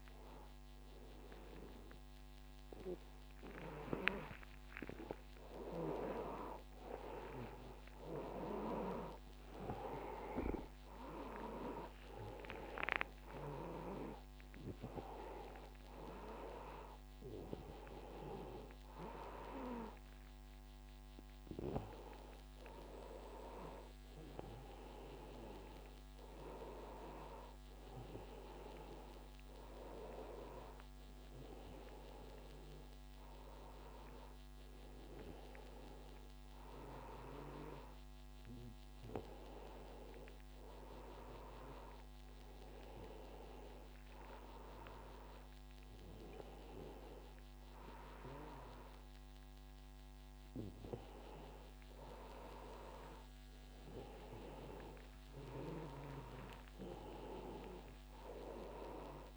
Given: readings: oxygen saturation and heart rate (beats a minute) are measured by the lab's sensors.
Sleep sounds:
a person partly awake in a sleep study, by a microphone on the trachea; none
0.00-1.00 s: oxygen desaturation (device-marked, oxygen 93% lowest, heart rate 95 extreme)
1.00-59.37 s: new sleep stage, N2 (light sleep)
From the record:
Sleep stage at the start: awake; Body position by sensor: on the back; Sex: male

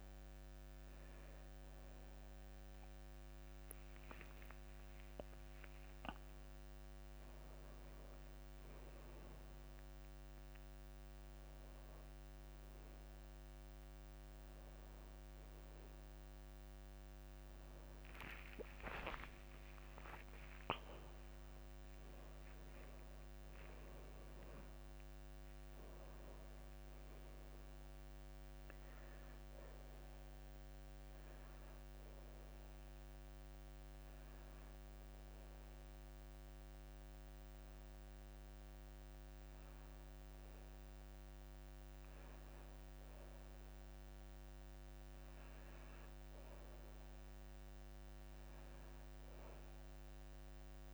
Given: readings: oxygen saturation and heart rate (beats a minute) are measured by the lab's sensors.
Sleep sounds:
a person partly awake in a sleep study, hard to hear, by a microphone on the trachea; none
4.50-6.50 s: long interval between heartbeats (device-marked, heart rate 60 before, 59 extreme)
8.00-10.00 s: long interval between heartbeats (device-marked, heart rate 61 before, 52 extreme)
9.50-36.50 s: oxygen desaturation (device-marked, oxygen 94% before, 87% lowest)
19.50-23.50 s: tachycardia (device-marked, heart rate 59 before, 118 extreme)
20.00-22.00 s: long interval between heartbeats (device-marked, heart rate 50 before, 35 extreme)
20.50-50.50 s: new sleep stage, N1 (lightest sleep)
22.00-24.00 s: long interval between heartbeats (device-marked, heart rate 48 before, 51 extreme)
27.50-29.50 s: long interval between heartbeats (device-marked, heart rate 59 before, 74 extreme)
48.00-50.93 s: arousal
50.50-50.93 s: new sleep stage, N2 (light sleep)
From the record:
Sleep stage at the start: awake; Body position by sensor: on the back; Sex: male

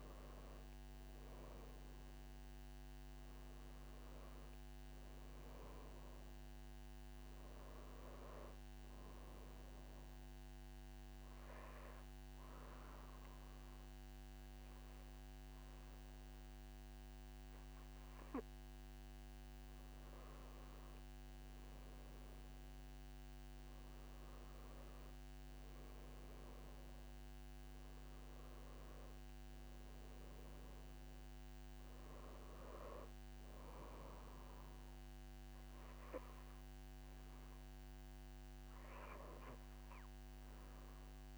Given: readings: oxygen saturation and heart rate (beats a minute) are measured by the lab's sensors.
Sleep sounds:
breathing in sleep, hard to hear, by a microphone on the trachea; 1
9.00-20.50 s: obstructive apnea (oxygen 95% before, 92% lowest)
21.50-25.00 s: arousal
From the record:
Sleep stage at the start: N2 (light sleep); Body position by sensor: on the back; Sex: female

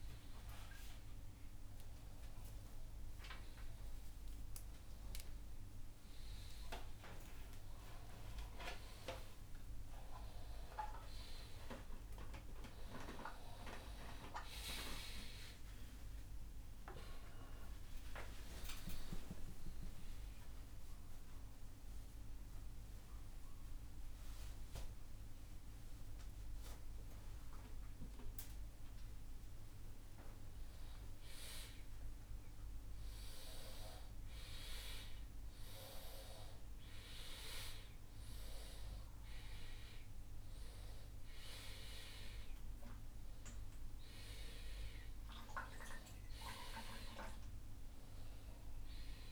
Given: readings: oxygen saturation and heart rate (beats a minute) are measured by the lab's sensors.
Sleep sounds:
a person awake in a sleep study, by a room microphone; none
40.00-49.32 s: oxygen desaturation (device-marked, oxygen 97% before, 92% lowest, heart rate 114 before, 100 extreme)
From the record:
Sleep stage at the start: awake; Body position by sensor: upright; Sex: male

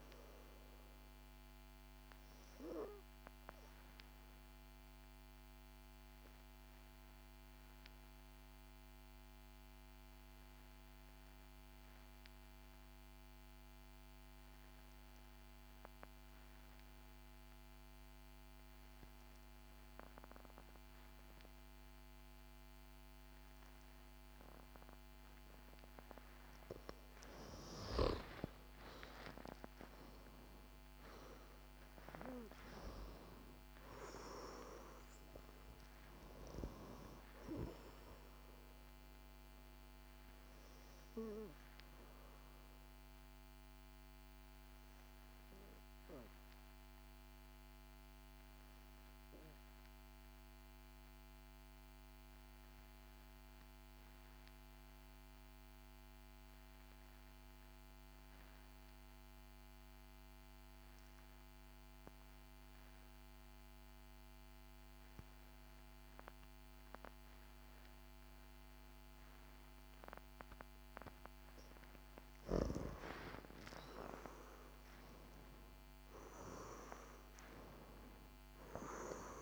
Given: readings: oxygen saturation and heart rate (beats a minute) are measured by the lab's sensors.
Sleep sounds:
breathing in sleep by a microphone on the trachea; 2
0.00-24.00 s: oxygen desaturation (device-marked, oxygen 90% lowest, heart rate 51 extreme)
1.00-26.00 s: obstructive apnea (oxygen 97% before, 88% lowest, heart rate 63 before, 51 extreme, up 21 after)
2.00-4.00 s: long interval between heartbeats (device-marked, heart rate 64 before, 62 extreme)
28.00-32.50 s: arousal
31.50-33.50 s: long interval between heartbeats (device-marked, heart rate 59 before, 76 extreme)
34.00-62.00 s: oxygen desaturation (device-marked, oxygen 97% before, 88% lowest, heart rate 63 before, 51 extreme)
41.50-72.50 s: obstructive apnea (oxygen 97% before, 86% lowest, heart rate 69 before, 51 extreme, up 11 after)
73.00-79.42 s: oxygen desaturation (device-marked, oxygen 98% before, 86% lowest, heart rate 60 before, 53 extreme)
74.00-79.00 s: arousal
From the record:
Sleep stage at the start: N2 (light sleep); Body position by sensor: on the back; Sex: female

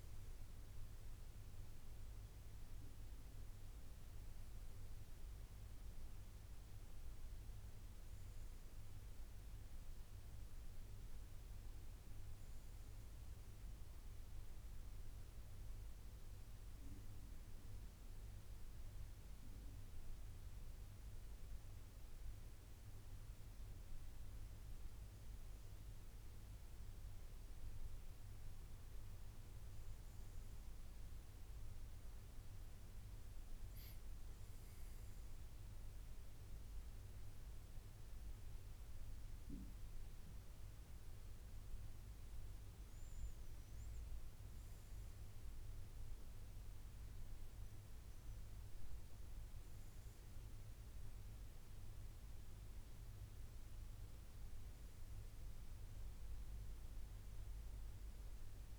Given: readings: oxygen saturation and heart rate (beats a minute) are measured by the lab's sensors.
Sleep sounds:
breathing in sleep, hard to hear, by a room microphone; none
none scored
From the record:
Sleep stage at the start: N1 (lightest sleep); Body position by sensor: on the left side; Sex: male

